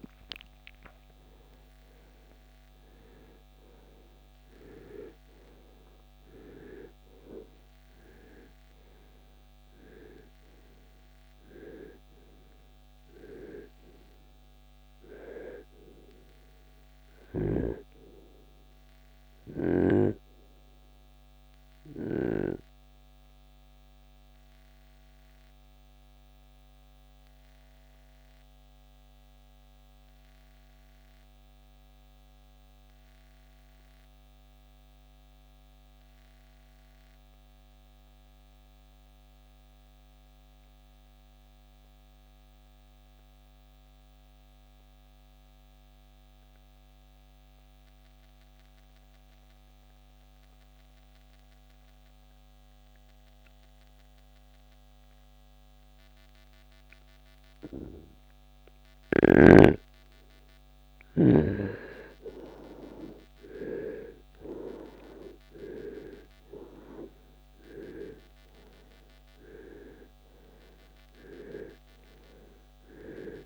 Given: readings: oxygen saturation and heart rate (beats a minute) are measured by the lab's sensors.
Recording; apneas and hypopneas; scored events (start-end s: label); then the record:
breathing in sleep by a microphone on the trachea; 1
0.00-1.00 s: arousal
2.50-51.50 s: oxygen desaturation (device-marked, oxygen 98% before, 80% lowest, heart rate 56 before, 43 extreme)
20.50-59.00 s: obstructive apnea (oxygen 98% before, 80% lowest, heart rate 69 before, 43 extreme, up 23 after)
60.50-66.00 s: arousal
69.50-73.46 s: oxygen desaturation (device-marked, oxygen 96% before, 93% lowest, heart rate 56 before, 67 extreme)
From the record:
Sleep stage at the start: REM sleep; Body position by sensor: on the right side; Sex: male